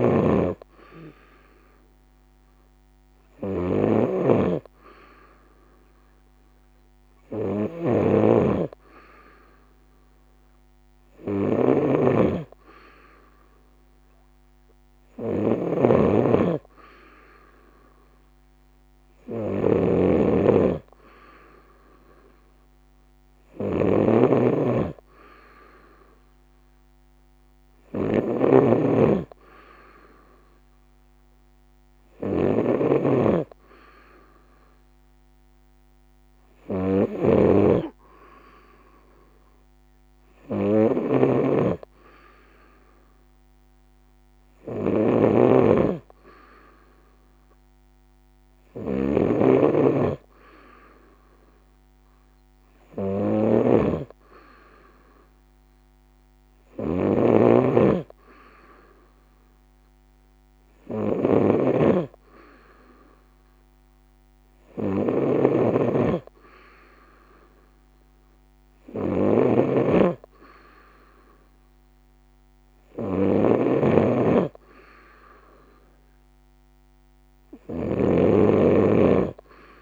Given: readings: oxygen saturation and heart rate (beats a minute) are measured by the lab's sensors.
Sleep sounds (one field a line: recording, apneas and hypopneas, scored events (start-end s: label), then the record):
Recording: breathing in sleep by a microphone on the trachea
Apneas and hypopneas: none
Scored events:
0.00-79.82 s: snoring (device-marked)
From the record:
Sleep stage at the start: N2 (light sleep)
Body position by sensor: on the right side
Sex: female